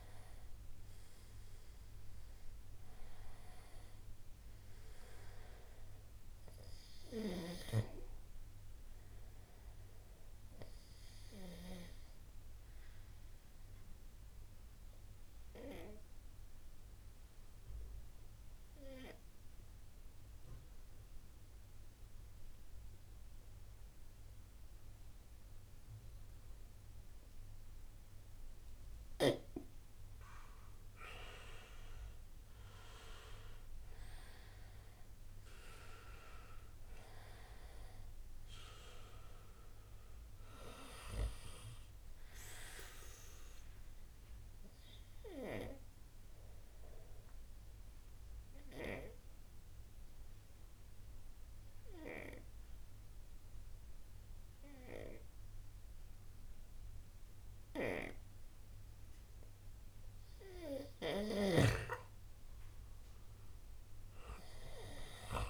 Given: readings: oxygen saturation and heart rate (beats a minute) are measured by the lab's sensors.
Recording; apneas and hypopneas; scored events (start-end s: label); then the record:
breathing in sleep by a room microphone; 2
0.00-1.50 s: arousal
10.50-29.50 s: obstructive apnea (oxygen 96% before, 91% lowest, heart rate 66 before, 53 extreme, up 6 after)
31.50-35.50 s: arousal
34.50-58.50 s: oxygen desaturation (device-marked, oxygen 96% before, 91% lowest, heart rate 73 before, 53 extreme)
43.00-59.50 s: obstructive apnea (oxygen 96% before, 91% lowest, heart rate 74 before, 57 extreme, up 0 after)
62.50-65.50 s: arousal
From the record:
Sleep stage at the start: N2 (light sleep); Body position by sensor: on the right side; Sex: male